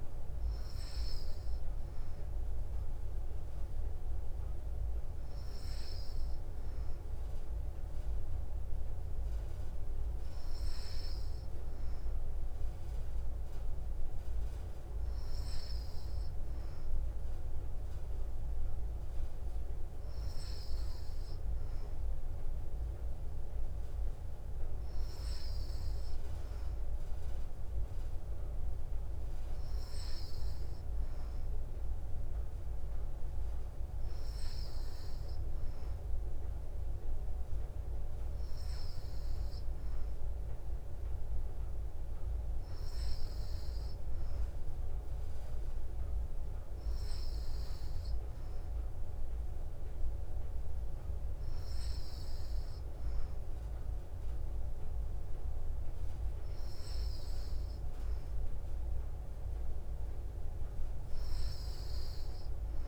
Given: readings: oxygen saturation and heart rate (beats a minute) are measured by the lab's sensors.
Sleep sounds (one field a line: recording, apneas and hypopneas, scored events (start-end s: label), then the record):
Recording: breathing in sleep, hard to hear, by a room microphone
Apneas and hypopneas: none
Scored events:
none scored
From the record:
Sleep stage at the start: N3 (deep sleep)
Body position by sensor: on the back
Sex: female